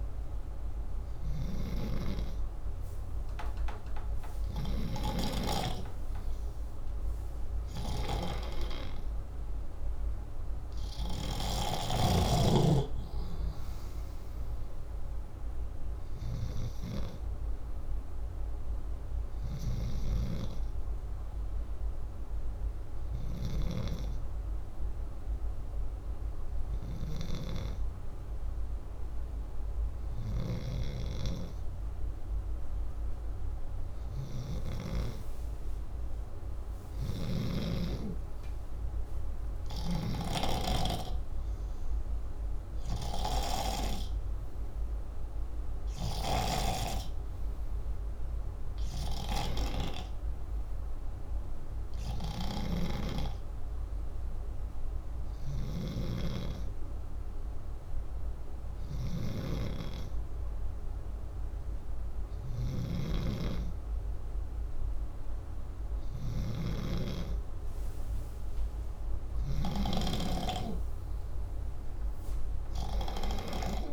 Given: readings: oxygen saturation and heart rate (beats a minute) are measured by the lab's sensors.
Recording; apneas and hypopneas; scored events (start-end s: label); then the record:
breathing in sleep by a room microphone; 1
5.50-11.50 s: arousal
20.00-36.00 s: hypopnea (oxygen 95% before, 93% lowest, heart rate 68 before, 63 extreme, up 26 after)
36.50-40.00 s: snoring (device-marked)
37.00-40.50 s: arousal
52.00-55.50 s: snoring (device-marked)
69.00-72.50 s: arousal
From the record:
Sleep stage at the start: N2 (light sleep); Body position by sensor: upright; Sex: male